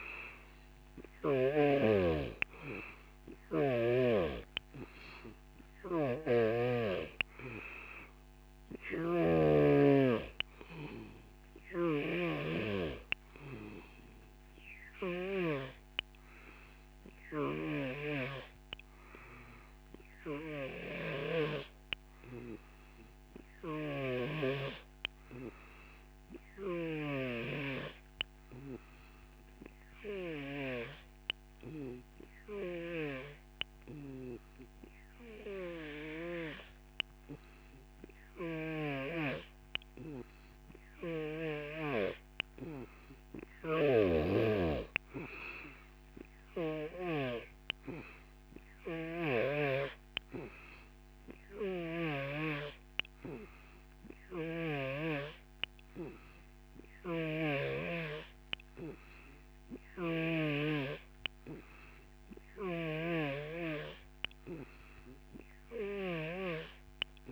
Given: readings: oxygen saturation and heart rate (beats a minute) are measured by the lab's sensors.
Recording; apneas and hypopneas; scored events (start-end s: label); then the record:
breathing in sleep by a microphone on the trachea; none
0.00-1.50 s: snoring (device-marked)
0.00-22.50 s: oxygen desaturation (device-marked, oxygen 88% lowest, heart rate 53 extreme)
8.50-15.50 s: snoring (device-marked)
17.50-21.50 s: snoring (device-marked)
23.50-36.50 s: snoring (device-marked)
43.50-52.00 s: snoring (device-marked)
54.00-60.50 s: snoring (device-marked)
62.50-67.32 s: snoring (device-marked)
From the record:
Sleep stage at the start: N3 (deep sleep); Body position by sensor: on the back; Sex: male